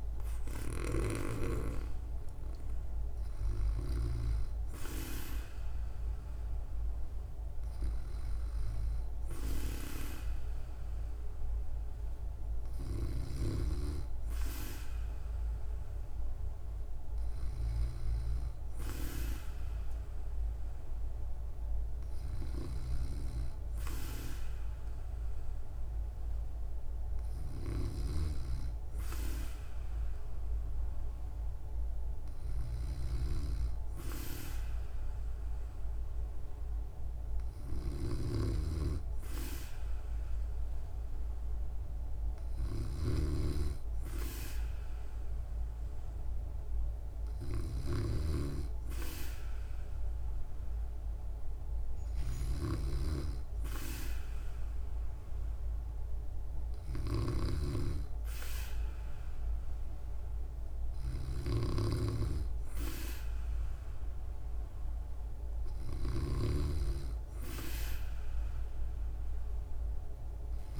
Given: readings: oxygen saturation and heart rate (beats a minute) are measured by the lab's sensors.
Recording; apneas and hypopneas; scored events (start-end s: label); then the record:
breathing in sleep by a room microphone; none
37.50-66.00 s: snoring (device-marked)
From the record:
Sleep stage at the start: N2 (light sleep); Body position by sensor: on the back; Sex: female